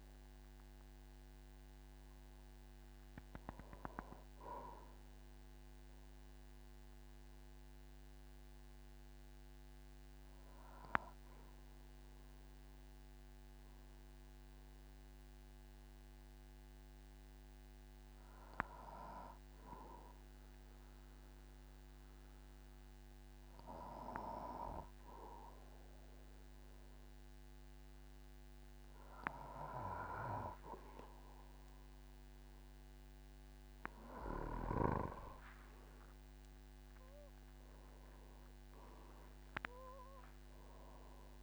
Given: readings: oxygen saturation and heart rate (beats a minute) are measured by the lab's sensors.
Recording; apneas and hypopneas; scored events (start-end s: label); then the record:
breathing in sleep by a microphone on the trachea; 1
0.00-21.00 s: oxygen desaturation (device-marked, oxygen 98% before, 92% lowest, heart rate 50 before, 48 extreme)
13.50-30.50 s: obstructive apnea (oxygen 96% before, 93% lowest, heart rate 76 before, 48 extreme, up 19 after)
34.00-41.43 s: oxygen desaturation (device-marked, oxygen 99% before, 93% lowest, heart rate 50 before, 47 extreme)
36.00-41.00 s: tachycardia (device-marked, heart rate 54 before, 109 extreme)
36.50-41.00 s: arousal
37.00-39.00 s: long interval between heartbeats (device-marked, heart rate 51 before, 65 extreme)
39.50-41.43 s: long interval between heartbeats (device-marked, heart rate 53 before, 103 extreme)
From the record:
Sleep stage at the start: N2 (light sleep); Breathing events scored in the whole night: 282 in 3.9 hours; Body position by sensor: on the back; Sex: male